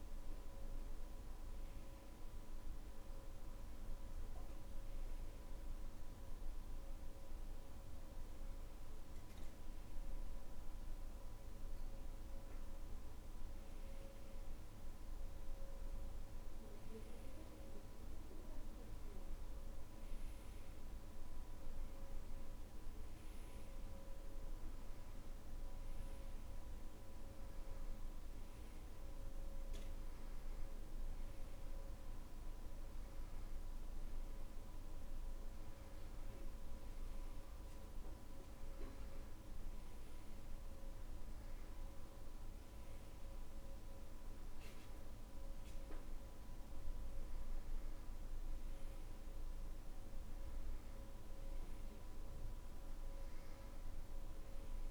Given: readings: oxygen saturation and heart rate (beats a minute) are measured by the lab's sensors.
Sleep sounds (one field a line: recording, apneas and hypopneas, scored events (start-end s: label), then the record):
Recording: breathing in sleep, hard to hear, by a room microphone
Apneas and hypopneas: none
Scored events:
none scored
From the record:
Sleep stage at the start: N2 (light sleep)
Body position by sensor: on the back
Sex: male